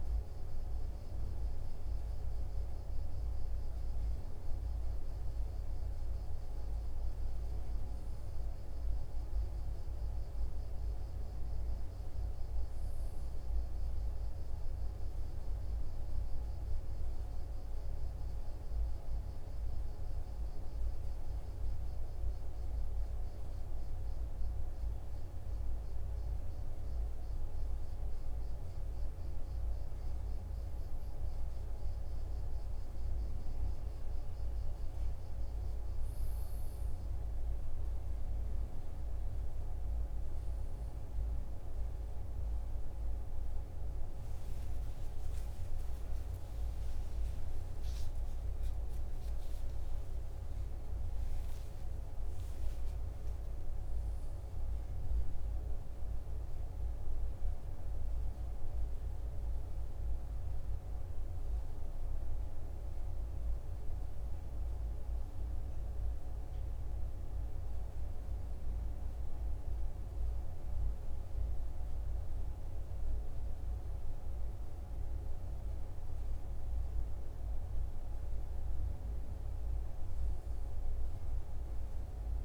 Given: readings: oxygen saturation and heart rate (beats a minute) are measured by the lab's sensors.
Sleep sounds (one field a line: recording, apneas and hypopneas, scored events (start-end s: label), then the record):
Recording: breathing in sleep, hard to hear, by a room microphone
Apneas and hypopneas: none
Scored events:
none scored
From the record:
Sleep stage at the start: N1 (lightest sleep)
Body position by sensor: on the right side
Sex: male